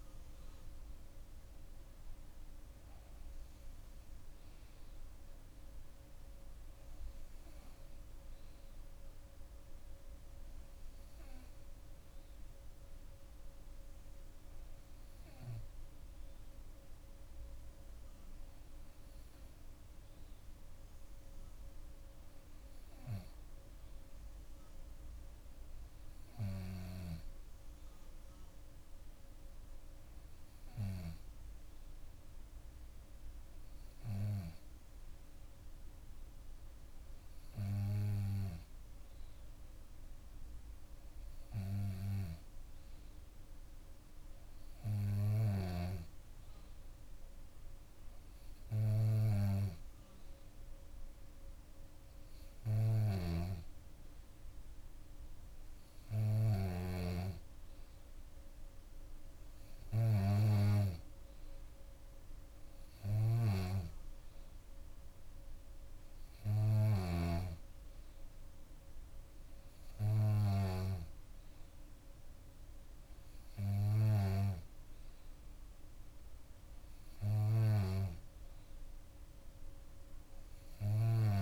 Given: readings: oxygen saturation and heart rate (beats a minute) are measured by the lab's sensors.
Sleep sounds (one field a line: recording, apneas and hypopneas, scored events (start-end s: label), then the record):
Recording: breathing in sleep by a room microphone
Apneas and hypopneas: none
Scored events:
53.00-57.00 s: snoring (device-marked)
63.00-67.00 s: snoring (device-marked)
From the record:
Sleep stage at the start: N2 (light sleep)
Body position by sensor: on the back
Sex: female